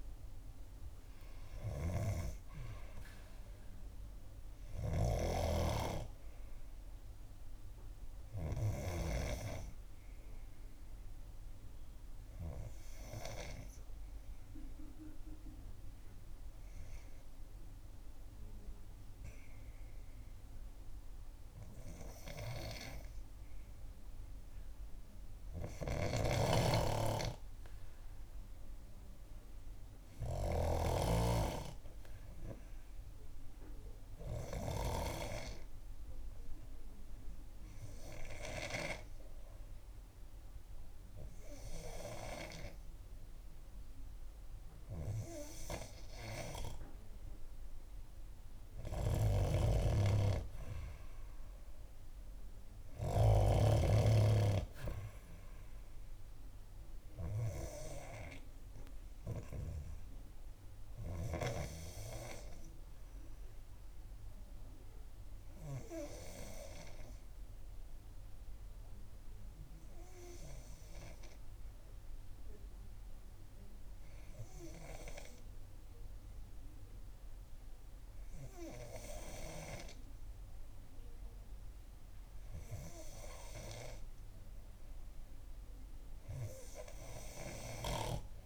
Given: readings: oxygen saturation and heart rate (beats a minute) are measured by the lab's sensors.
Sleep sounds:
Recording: breathing in sleep by a room microphone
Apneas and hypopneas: 2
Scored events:
0.00-18.50 s: oxygen desaturation (device-marked, oxygen 89% lowest, heart rate 62 extreme)
20.00-43.50 s: hypopnea (oxygen 95% before, 90% lowest, heart rate 66 before, 64 extreme, up 0 after)
26.00-31.50 s: snoring (device-marked)
47.00-51.50 s: arousal
49.50-54.00 s: snoring (device-marked)
63.50-80.00 s: obstructive apnea (oxygen 94% before, 90% lowest, heart rate 66 before, 61 extreme, up 5 after)
83.50-88.45 s: oxygen desaturation (device-marked, oxygen 95% before, 90% lowest, heart rate 63 before, 63 extreme)
From the record:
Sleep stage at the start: N2 (light sleep)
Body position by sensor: on the back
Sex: female

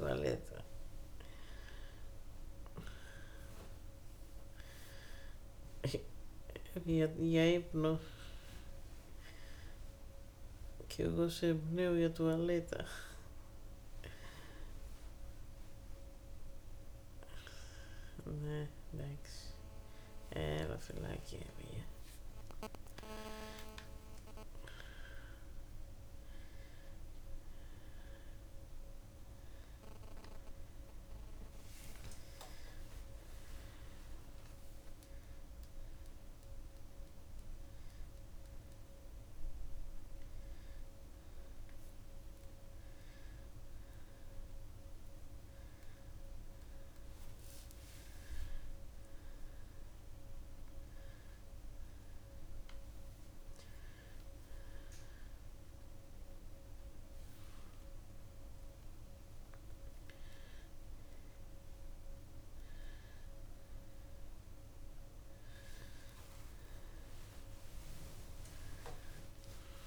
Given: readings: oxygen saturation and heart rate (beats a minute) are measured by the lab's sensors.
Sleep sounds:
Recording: breathing in sleep by a room microphone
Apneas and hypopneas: none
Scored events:
0.00-5.50 s: oxygen desaturation (device-marked, oxygen 96% lowest)
6.50-11.00 s: snoring (device-marked)
26.00-31.00 s: arousal
From the record:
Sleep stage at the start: N2 (light sleep)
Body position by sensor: on the back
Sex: female

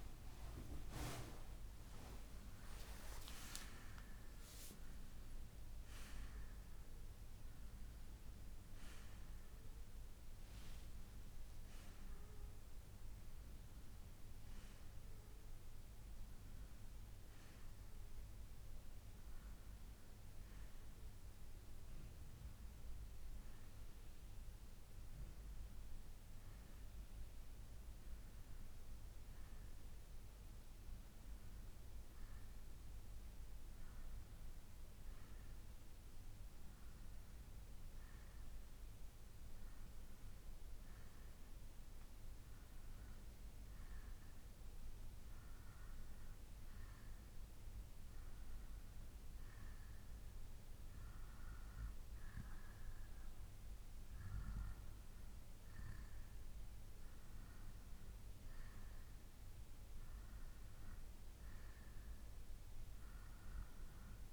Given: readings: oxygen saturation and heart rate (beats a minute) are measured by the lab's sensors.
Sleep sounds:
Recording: breathing in sleep by a room microphone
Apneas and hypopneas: none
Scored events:
11.50-14.50 s: arousal
From the record:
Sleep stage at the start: N2 (light sleep)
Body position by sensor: on the right side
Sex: male

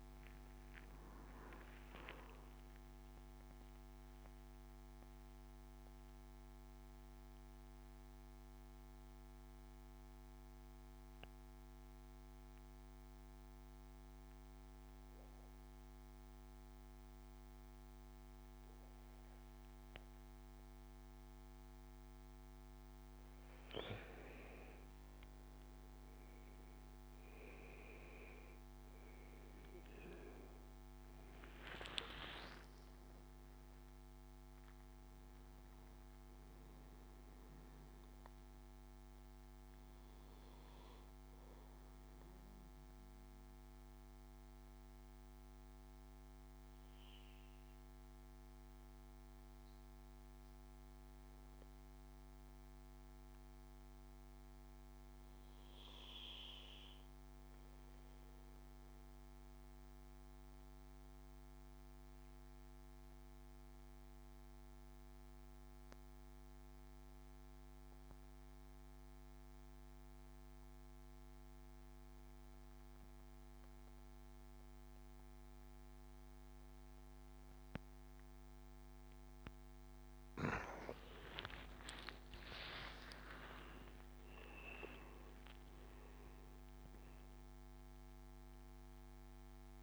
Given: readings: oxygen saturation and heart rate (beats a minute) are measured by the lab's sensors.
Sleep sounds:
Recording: breathing in sleep by a microphone on the trachea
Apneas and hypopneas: 2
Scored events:
4.00-22.00 s: mixed apnea (oxygen 100% before, 93% lowest, heart rate 77 before, 62 extreme, up 7 after)
21.00-44.00 s: oxygen desaturation (device-marked, oxygen 99% before, 93% lowest, heart rate 72 before, 62 extreme)
24.00-28.00 s: arousal
26.00-89.83 s: new sleep stage, N2 (light sleep)
39.50-78.50 s: obstructive apnea (oxygen 99% before, 89% lowest, heart rate 74 before, 62 extreme, up 22 after)
66.00-89.83 s: oxygen desaturation (device-marked, oxygen 98% before, 89% lowest, heart rate 69 before, 62 extreme)
82.00-85.50 s: arousal
From the record:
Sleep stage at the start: N1 (lightest sleep)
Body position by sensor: on the back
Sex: male

